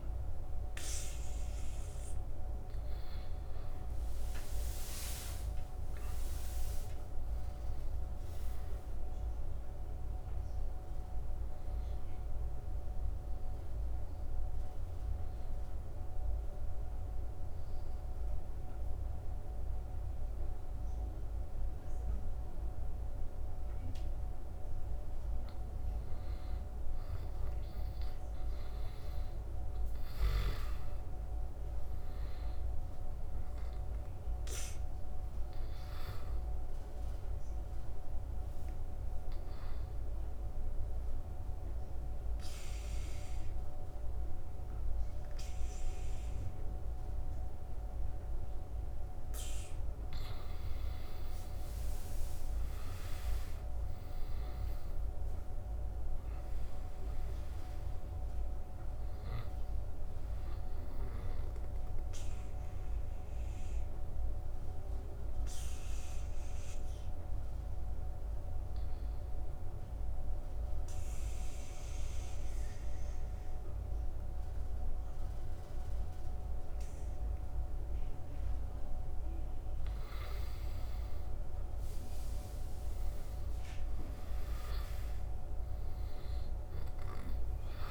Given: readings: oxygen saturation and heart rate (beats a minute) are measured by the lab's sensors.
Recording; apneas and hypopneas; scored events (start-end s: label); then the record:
breathing in sleep, hard to hear, by a room microphone; 3
0.00-10.50 s: oxygen desaturation (device-marked, oxygen 87% lowest, heart rate 76 extreme)
4.00-8.50 s: arousal
15.00-25.50 s: obstructive apnea (oxygen 96% before, 85% lowest, heart rate 81 before, 76 extreme, up 2 after)
27.50-31.00 s: arousal
31.50-46.50 s: oxygen desaturation (device-marked, oxygen 97% before, 89% lowest, heart rate 81 before, 73 extreme)
36.00-49.00 s: obstructive apnea (oxygen 98% before, 83% lowest, heart rate 79 before, 73 extreme, up 6 after)
51.00-55.50 s: arousal
52.50-71.50 s: oxygen desaturation (device-marked, oxygen 96% before, 85% lowest, heart rate 77 before, 71 extreme)
61.00-77.50 s: obstructive apnea (oxygen 96% before, 83% lowest, heart rate 79 before, 71 extreme, up 3 after)
80.50-84.00 s: arousal
84.50-87.91 s: oxygen desaturation (device-marked, oxygen 98% before, 83% lowest, heart rate 77 before, 71 extreme)
From the record:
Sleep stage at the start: N2 (light sleep); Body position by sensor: on the back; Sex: male